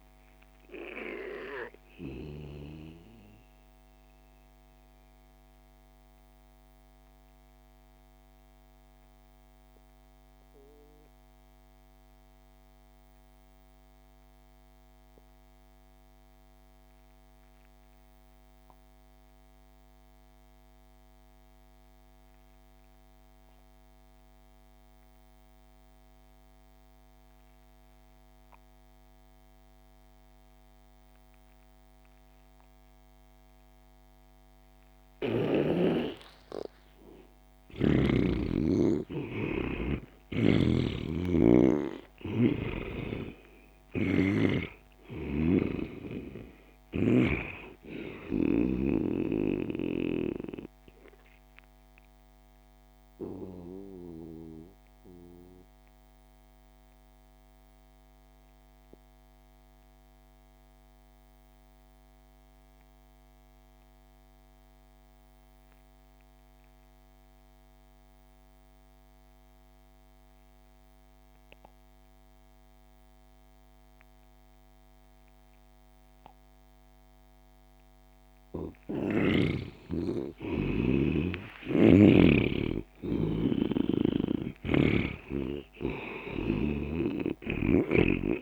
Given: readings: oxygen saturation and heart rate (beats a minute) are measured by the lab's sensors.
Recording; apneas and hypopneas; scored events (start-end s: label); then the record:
breathing in sleep by a microphone on the trachea; 2
0.00-7.50 s: oxygen desaturation (device-marked, oxygen 82% lowest)
2.50-36.00 s: mixed apnea (oxygen 98% before, 80% lowest)
28.50-61.50 s: oxygen desaturation (device-marked, oxygen 98% before, 80% lowest)
37.50-42.00 s: arousal
40.50-44.50 s: snoring (device-marked)
51.00-78.00 s: mixed apnea (oxygen 98% before, 80% lowest)
78.50-88.42 s: oxygen desaturation (device-marked, oxygen 98% before, 87% lowest)
79.50-84.50 s: arousal
84.00-87.50 s: snoring (device-marked)
From the record:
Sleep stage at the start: N2 (light sleep); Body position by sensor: on the back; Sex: male